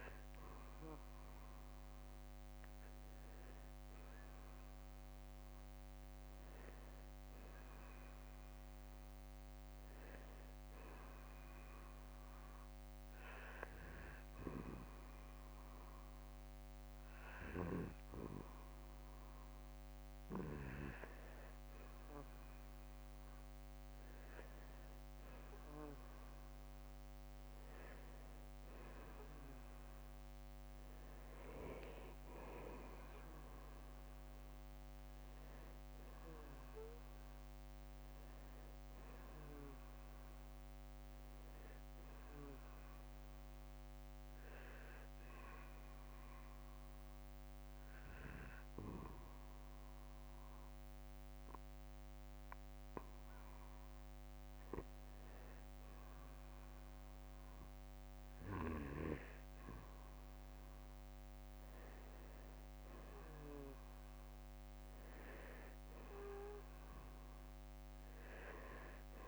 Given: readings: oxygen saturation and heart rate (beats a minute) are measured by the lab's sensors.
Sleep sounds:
breathing in sleep by a microphone on the trachea; 2
1.00-3.00 s: long interval between heartbeats (device-marked, heart rate 53 before, 47 extreme)
3.00-20.50 s: hypopnea (oxygen 94% before, 90% lowest, heart rate 52 before, 51 extreme, up 16 after)
16.00-18.00 s: long interval between heartbeats (device-marked, heart rate 55 before, 53 extreme)
24.50-29.00 s: arousal
29.00-31.00 s: long interval between heartbeats (device-marked, heart rate 59 before, 58 extreme)
36.00-49.00 s: oxygen desaturation (device-marked, oxygen 93% before, 90% lowest, heart rate 58 before, 48 extreme)
36.50-38.50 s: long interval between heartbeats (device-marked, heart rate 58 before, 56 extreme)
43.50-53.50 s: obstructive apnea (oxygen 94% before, 89% lowest, heart rate 58 before, 47 extreme, up 12 after)
50.50-52.50 s: long interval between heartbeats (device-marked, heart rate 58 before, 48 extreme)
59.50-64.50 s: arousal
From the record:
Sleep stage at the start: N2 (light sleep); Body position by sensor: on the back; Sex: male

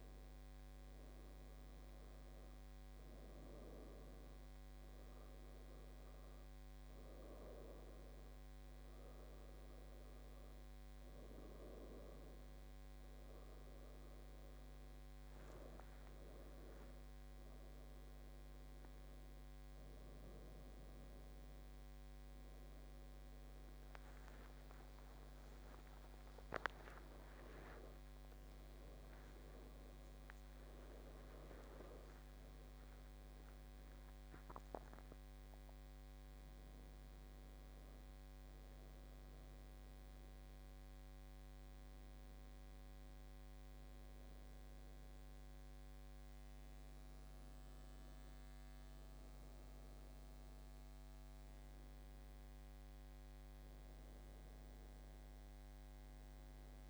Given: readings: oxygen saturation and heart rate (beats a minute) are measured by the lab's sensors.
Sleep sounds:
a person awake in a sleep study, by a microphone on the trachea; none
35.50-39.50 s: oxygen desaturation (device-marked, oxygen 95% before, 91% lowest)
40.50-56.90 s: new sleep stage, N1 (lightest sleep)
From the record:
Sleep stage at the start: awake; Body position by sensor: on the left side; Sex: female

